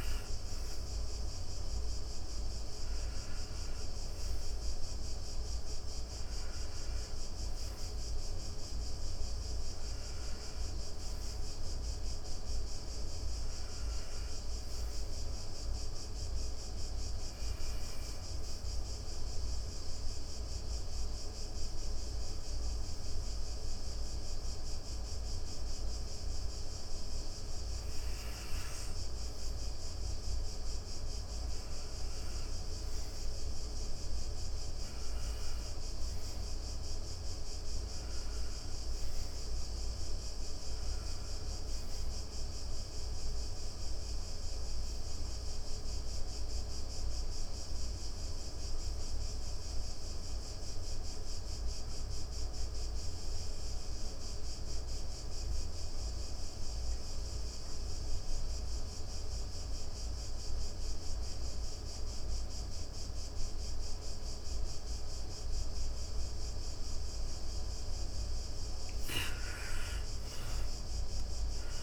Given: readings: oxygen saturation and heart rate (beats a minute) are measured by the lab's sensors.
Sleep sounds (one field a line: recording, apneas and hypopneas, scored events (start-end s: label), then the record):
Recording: breathing in sleep, hard to hear, by a room microphone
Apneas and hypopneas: 2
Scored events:
3.00-7.50 s: arousal
17.50-28.50 s: obstructive apnea (oxygen 96% before, 86% lowest)
31.50-35.50 s: arousal
43.00-66.50 s: obstructive apnea (oxygen 98% before, 86% lowest)
64.00-71.83 s: oxygen desaturation (device-marked, oxygen 98% before, 86% lowest)
68.50-71.83 s: arousal
From the record:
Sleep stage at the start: N2 (light sleep)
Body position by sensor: on the back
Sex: female